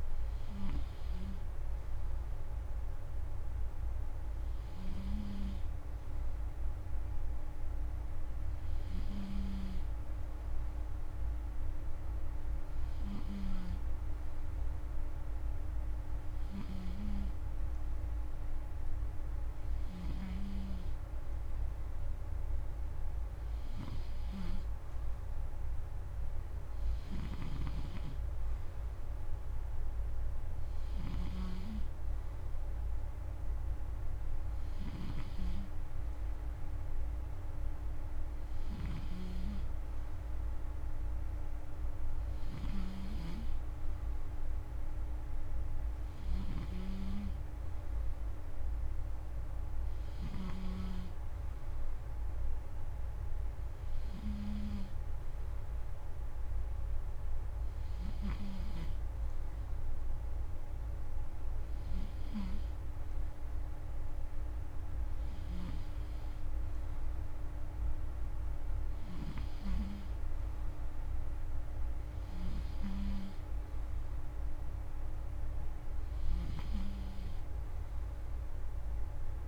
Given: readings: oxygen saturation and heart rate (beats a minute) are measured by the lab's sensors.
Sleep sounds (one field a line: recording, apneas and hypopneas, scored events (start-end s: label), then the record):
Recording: breathing in sleep by a room microphone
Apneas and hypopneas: none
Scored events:
13.00-50.00 s: snoring (device-marked)
65.00-79.48 s: snoring (device-marked)
From the record:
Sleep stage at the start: N2 (light sleep)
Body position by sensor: on the front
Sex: male